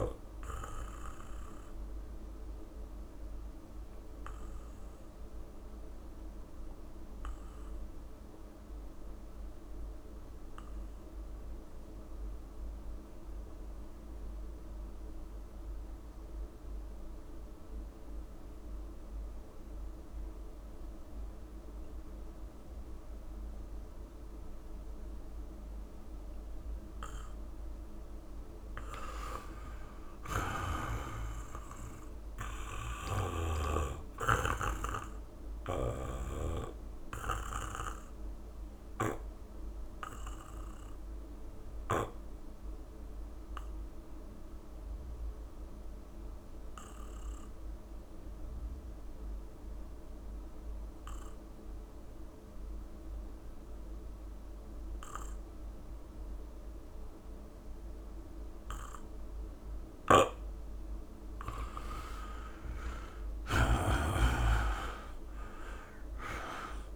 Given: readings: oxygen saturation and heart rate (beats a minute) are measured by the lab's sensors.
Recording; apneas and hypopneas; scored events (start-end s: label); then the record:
breathing in sleep by a room microphone; 2
0.00-13.00 s: oxygen desaturation (device-marked, oxygen 87% lowest)
1.50-26.50 s: obstructive apnea (oxygen 99% before, 85% lowest)
26.00-55.00 s: oxygen desaturation (device-marked, oxygen 99% before, 87% lowest)
28.50-31.50 s: arousal
34.50-60.50 s: obstructive apnea (oxygen 99% before, 85% lowest)
35.00-42.00 s: snoring (device-marked)
59.50-66.96 s: snoring (device-marked)
62.00-65.50 s: arousal
63.00-66.96 s: oxygen desaturation (device-marked, oxygen 97% before, 85% lowest)
From the record:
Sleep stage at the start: N2 (light sleep); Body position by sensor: on the back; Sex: male